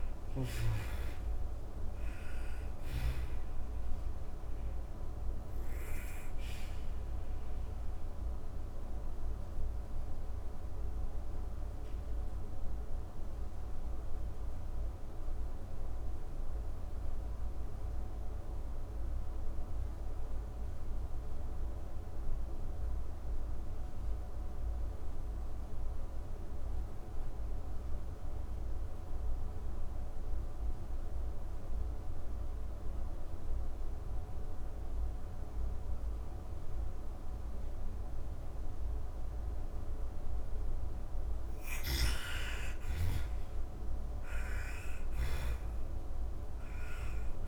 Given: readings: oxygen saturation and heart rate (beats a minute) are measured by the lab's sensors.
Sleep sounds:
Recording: breathing in sleep, hard to hear, by a room microphone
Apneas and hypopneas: 1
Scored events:
0.00-24.50 s: oxygen desaturation (device-marked, oxygen 78% lowest)
5.50-39.50 s: obstructive apnea (oxygen 97% before, 78% lowest)
41.00-46.50 s: arousal
41.50-46.50 s: snoring (device-marked)
42.50-47.48 s: oxygen desaturation (device-marked, oxygen 98% before, 87% lowest)
From the record:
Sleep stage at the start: N2 (light sleep)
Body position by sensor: on the back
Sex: female

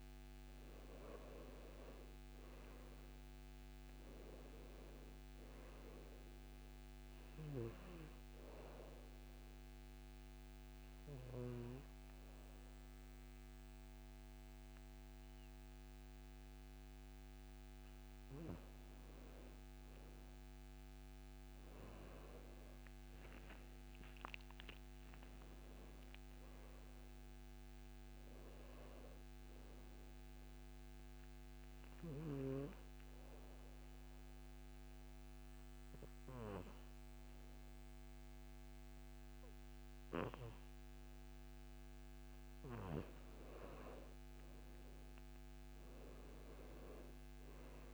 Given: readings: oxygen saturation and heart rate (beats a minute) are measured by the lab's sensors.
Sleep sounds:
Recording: breathing in sleep by a microphone on the trachea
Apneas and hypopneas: 2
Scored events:
0.50-4.50 s: arousal
1.00-18.00 s: oxygen desaturation (device-marked, oxygen 97% before, 89% lowest, heart rate 66 before, 66 extreme)
9.00-19.00 s: obstructive apnea (oxygen 97% before, 89% lowest, heart rate 67 before, 68 extreme, up 10 after)
23.50-27.00 s: arousal
27.00-37.00 s: oxygen desaturation (device-marked, oxygen 97% before, 93% lowest, heart rate 70 before, 65 extreme)
31.00-43.00 s: obstructive apnea (oxygen 97% before, 89% lowest, heart rate 71 before, 65 extreme, up 5 after)
45.00-47.94 s: arousal
46.00-47.94 s: oxygen desaturation (device-marked, oxygen 96% before, 89% lowest, heart rate 73 before, 65 extreme)
From the record:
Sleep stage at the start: N2 (light sleep)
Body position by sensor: on the back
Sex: male

